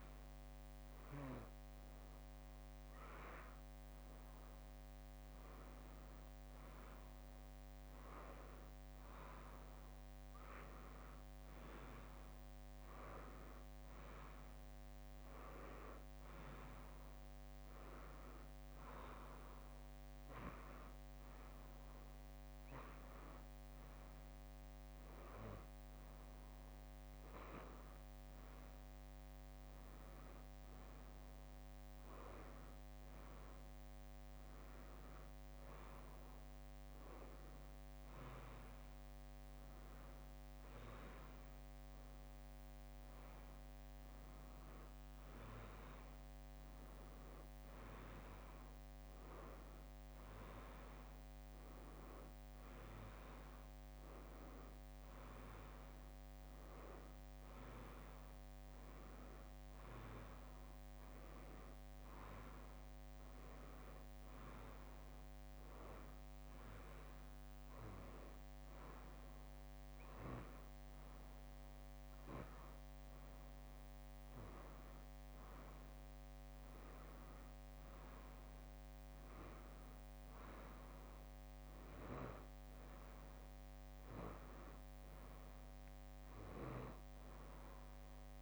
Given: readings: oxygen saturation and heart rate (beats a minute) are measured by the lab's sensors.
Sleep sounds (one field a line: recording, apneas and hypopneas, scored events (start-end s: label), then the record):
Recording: breathing in sleep by a microphone on the trachea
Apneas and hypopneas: none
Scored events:
0.00-2.50 s: leg movement (device-marked)
6.50-14.50 s: leg movement (device-marked)
16.50-23.50 s: leg movement (device-marked)
18.50-48.50 s: new sleep stage, N3 (deep sleep)
25.50-27.50 s: bradycardia (device-marked, heart rate 64 before, 63 extreme)
26.00-32.00 s: leg movement (device-marked)
34.50-42.00 s: leg movement (device-marked)
48.00-57.50 s: leg movement (device-marked)
48.50-88.42 s: new sleep stage, N2 (light sleep)
61.50-70.00 s: leg movement (device-marked)
74.00-82.50 s: leg movement (device-marked)
85.50-88.42 s: leg movement (device-marked)
From the record:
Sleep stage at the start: N1 (lightest sleep)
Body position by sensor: on the right side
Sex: female